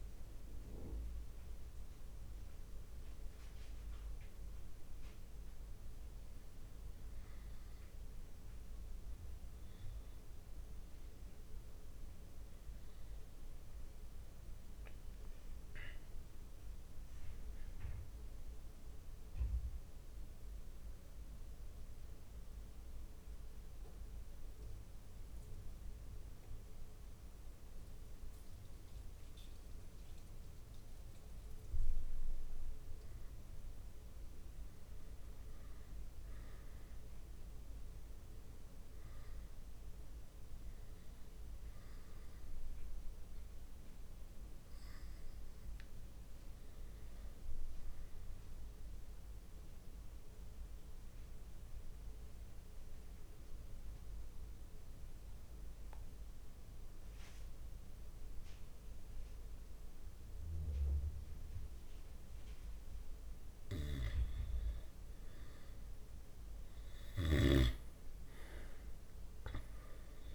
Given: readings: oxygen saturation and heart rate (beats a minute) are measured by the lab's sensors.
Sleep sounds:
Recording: breathing in sleep, hard to hear, by a room microphone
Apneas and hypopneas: 2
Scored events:
0.00-5.00 s: oxygen desaturation (device-marked, oxygen 90% lowest)
3.50-32.00 s: obstructive apnea (oxygen 98% before, 92% lowest)
35.00-65.00 s: oxygen desaturation (device-marked, oxygen 99% before, 94% lowest)
35.50-38.50 s: arousal
51.00-63.50 s: mixed apnea (oxygen 99% before, 92% lowest)
67.50-70.35 s: arousal
From the record:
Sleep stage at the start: N2 (light sleep)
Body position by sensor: on the back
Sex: male

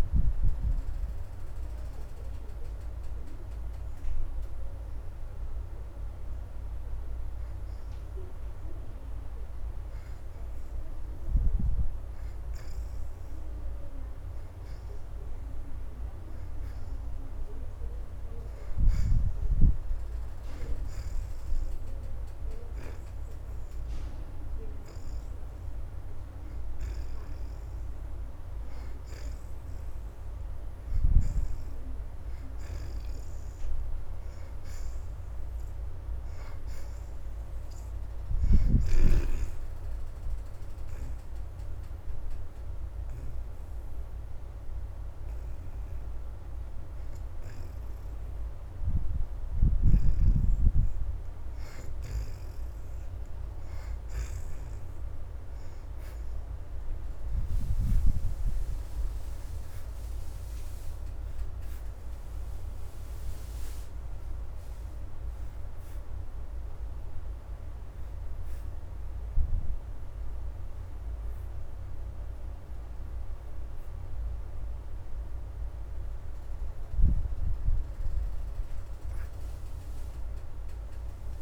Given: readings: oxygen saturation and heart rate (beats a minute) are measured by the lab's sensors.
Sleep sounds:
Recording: breathing in sleep by a room microphone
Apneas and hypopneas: 2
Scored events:
0.00-17.50 s: oxygen desaturation (device-marked, oxygen 64% lowest, heart rate 76 extreme)
3.00-14.50 s: hypopnea (oxygen 82% before, 62% lowest, heart rate 83 before, 76 extreme, up 5 after)
18.50-23.00 s: arousal
26.50-57.50 s: oxygen desaturation (device-marked, oxygen 86% before, 67% lowest, heart rate 79 before, 78 extreme)
41.00-52.00 s: hypopnea (oxygen 86% before, 62% lowest, heart rate 83 before, 83 extreme, up 3 after)
57.00-61.00 s: arousal
59.50-81.42 s: oxygen desaturation (device-marked, oxygen 73% before, 62% lowest, heart rate 85 before, 77 extreme)
69.50-81.42 s: new sleep stage, N1 (lightest sleep)
From the record:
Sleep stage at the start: N2 (light sleep)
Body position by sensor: on the back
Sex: female

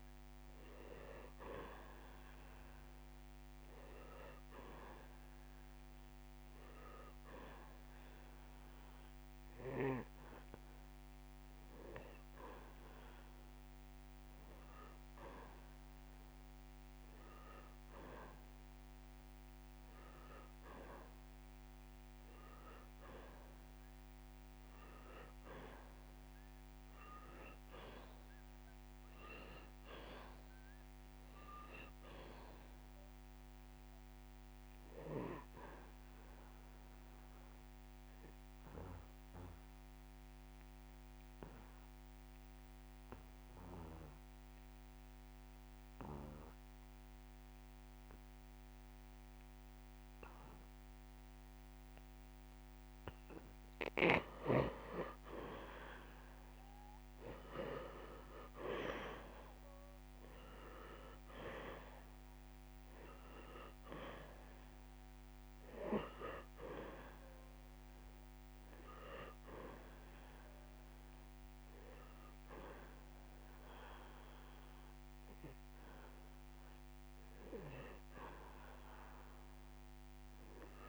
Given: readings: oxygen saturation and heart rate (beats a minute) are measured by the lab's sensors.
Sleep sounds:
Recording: breathing in sleep by a microphone on the trachea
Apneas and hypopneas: 1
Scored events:
5.00-22.00 s: oxygen desaturation (device-marked, oxygen 98% before, 89% lowest)
25.50-29.50 s: arousal
36.00-53.00 s: obstructive apnea (oxygen 99% before, 87% lowest)
55.50-59.00 s: arousal
59.00-80.89 s: oxygen desaturation (device-marked, oxygen 97% before, 87% lowest)
From the record:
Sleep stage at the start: N2 (light sleep)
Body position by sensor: on the back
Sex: male

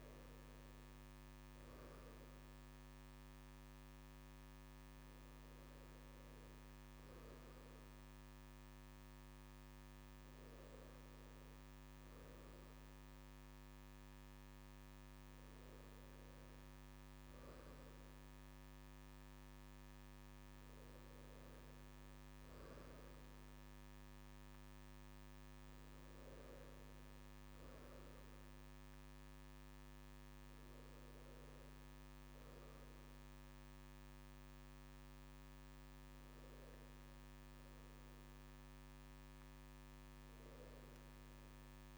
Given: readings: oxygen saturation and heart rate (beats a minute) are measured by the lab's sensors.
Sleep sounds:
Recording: a person awake in a sleep study, hard to hear, by a microphone on the trachea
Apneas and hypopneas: none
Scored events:
none scored
From the record:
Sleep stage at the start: awake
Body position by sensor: on the right side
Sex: male

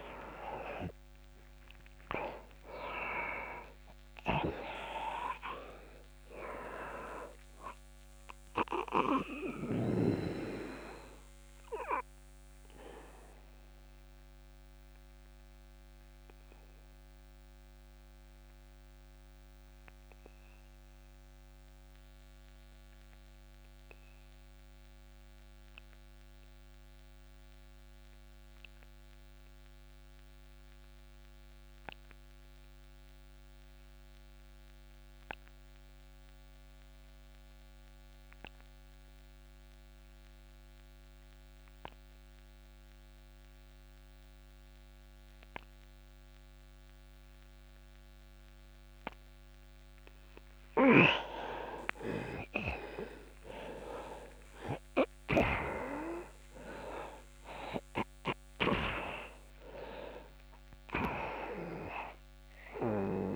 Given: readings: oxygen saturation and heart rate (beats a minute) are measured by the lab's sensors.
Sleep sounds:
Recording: breathing in sleep by a microphone on the trachea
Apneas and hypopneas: 1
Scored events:
0.00-29.50 s: oxygen desaturation (device-marked, oxygen 80% lowest)
11.00-50.00 s: obstructive apnea (oxygen 96% before, 80% lowest)
47.50-63.36 s: oxygen desaturation (device-marked, oxygen 99% before, 84% lowest)
51.50-56.50 s: arousal
From the record:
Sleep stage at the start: REM sleep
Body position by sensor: on the back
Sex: male

